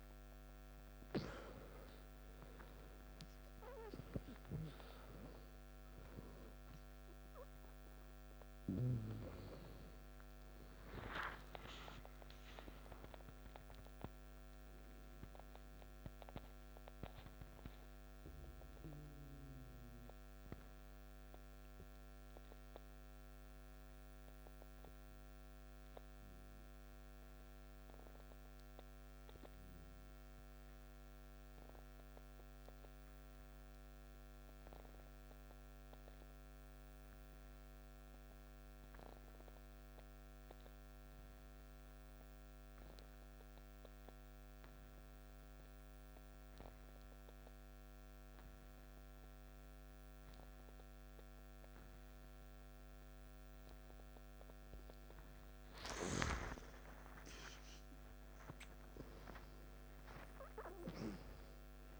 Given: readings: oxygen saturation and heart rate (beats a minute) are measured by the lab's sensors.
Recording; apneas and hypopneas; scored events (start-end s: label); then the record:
breathing in sleep by a microphone on the trachea; 1
0.00-25.50 s: oxygen desaturation (device-marked, oxygen 89% lowest, heart rate 51 extreme)
17.50-55.00 s: mixed apnea (oxygen 97% before, 86% lowest, heart rate 63 before, 51 extreme, up 14 after)
41.50-62.00 s: oxygen desaturation (device-marked, oxygen 98% before, 86% lowest, heart rate 53 before, 53 extreme)
56.00-61.50 s: arousal
From the record:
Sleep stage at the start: N2 (light sleep); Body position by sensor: on the back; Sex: male